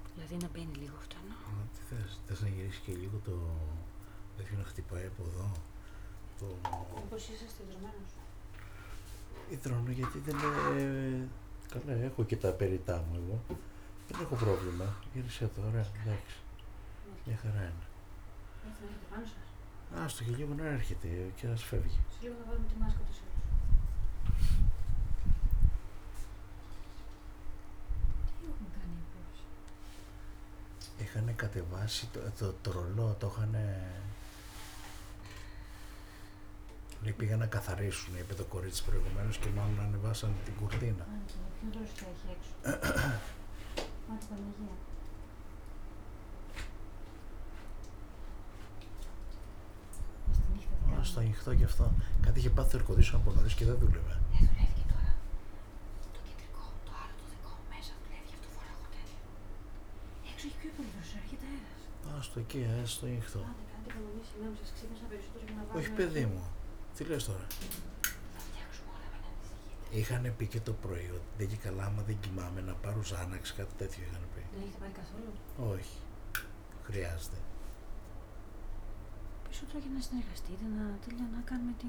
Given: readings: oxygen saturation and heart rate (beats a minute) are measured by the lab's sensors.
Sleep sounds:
a person awake in a sleep study, by a room microphone; none
9.00-20.00 s: snoring (device-marked)
37.50-42.50 s: snoring (device-marked)
62.00-69.50 s: snoring (device-marked)
From the record:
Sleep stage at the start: awake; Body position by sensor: on the back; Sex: male

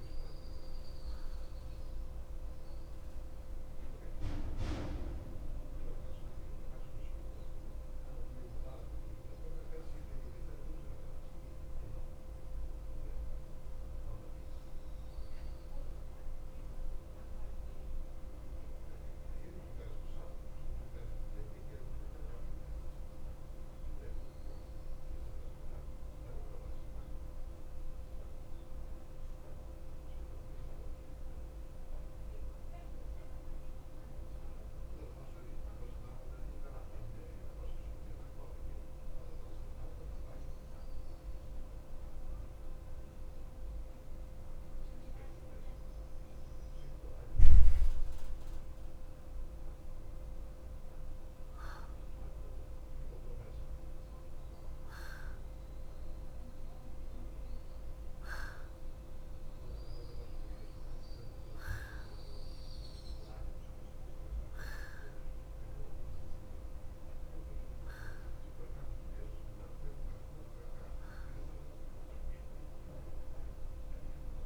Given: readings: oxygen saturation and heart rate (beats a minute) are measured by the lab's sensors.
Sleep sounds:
breathing in sleep, hard to hear, by a room microphone; 1
2.50-28.50 s: oxygen desaturation (device-marked, oxygen 93% before, 90% lowest, heart rate 56 before, 49 extreme)
12.50-38.00 s: central apnea (oxygen 94% before, 90% lowest, heart rate 55 before, 49 extreme, up 4 after)
40.50-44.50 s: arousal
67.50-74.46 s: oxygen desaturation (device-marked, oxygen 94% before, 90% lowest, heart rate 52 before, 51 extreme)
From the record:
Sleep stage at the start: N2 (light sleep); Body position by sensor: on the back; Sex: male

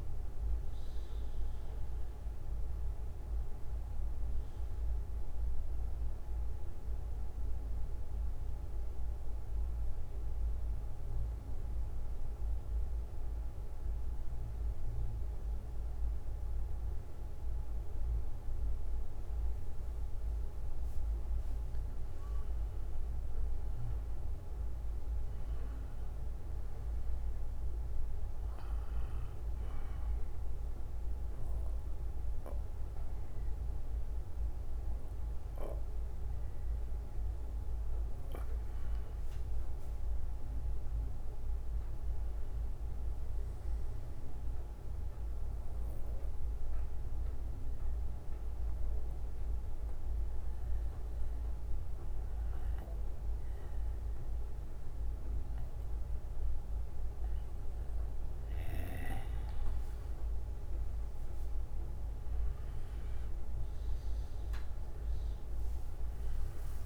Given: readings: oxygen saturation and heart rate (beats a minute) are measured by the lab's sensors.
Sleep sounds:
breathing in sleep, hard to hear, by a room microphone; 3
3.00-20.00 s: bradycardia (device-marked, heart rate 61 before, 47 extreme)
6.50-20.00 s: mixed apnea (oxygen 96% before, 93% lowest, heart rate 62 before, 47 extreme, up 23 after)
22.00-25.50 s: arousal
30.00-33.00 s: bradycardia (device-marked, heart rate 61 before, 60 extreme)
30.00-40.00 s: obstructive apnea (oxygen 95% before, 93% lowest, heart rate 57 before, 56 extreme, up 12 after)
42.00-44.50 s: arousal
44.00-54.00 s: bradycardia (device-marked, heart rate 61 before, 58 extreme)
46.00-59.50 s: obstructive apnea (oxygen 99% before, 93% lowest, heart rate 63 before, 51 extreme, up 16 after)
61.00-65.00 s: arousal
From the record:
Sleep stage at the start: N2 (light sleep); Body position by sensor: on the back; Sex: male

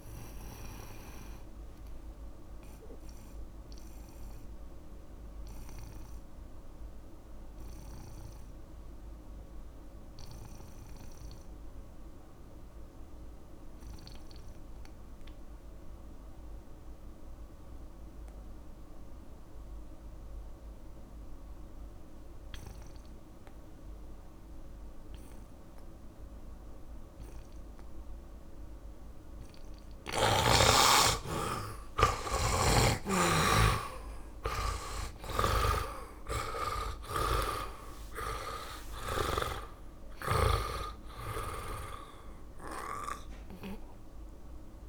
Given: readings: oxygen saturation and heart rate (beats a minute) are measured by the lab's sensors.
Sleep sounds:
breathing in sleep by a room microphone; 1
0.00-17.00 s: oxygen desaturation (device-marked, oxygen 85% lowest, heart rate 55 extreme)
1.00-32.00 s: mixed apnea (oxygen 99% before, 80% lowest, heart rate 74 before, 55 extreme, up 22 after)
30.00-44.89 s: oxygen desaturation (device-marked, oxygen 100% before, 80% lowest, heart rate 65 before, 57 extreme)
33.00-37.50 s: arousal
33.00-40.00 s: snoring (device-marked)
From the record:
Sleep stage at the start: N2 (light sleep); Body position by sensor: on the back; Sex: male

